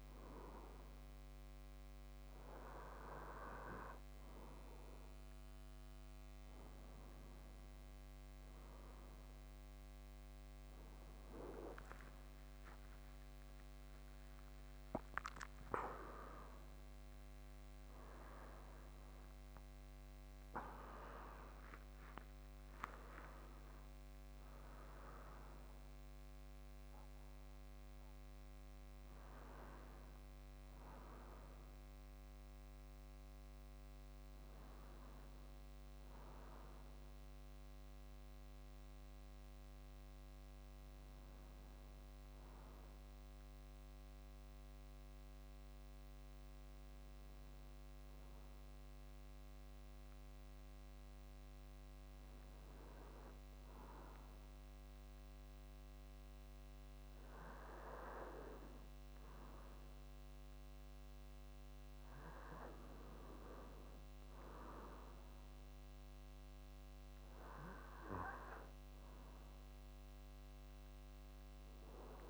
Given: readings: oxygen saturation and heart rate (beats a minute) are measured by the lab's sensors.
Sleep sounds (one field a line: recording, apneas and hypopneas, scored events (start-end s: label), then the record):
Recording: breathing in sleep by a microphone on the trachea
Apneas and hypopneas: 1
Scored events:
12.50-18.50 s: arousal
41.50-52.50 s: hypopnea (oxygen 97% before, 93% lowest, heart rate 74 before, 58 extreme, up 8 after)
56.50-60.50 s: arousal
From the record:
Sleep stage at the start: N2 (light sleep)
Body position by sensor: on the back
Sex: male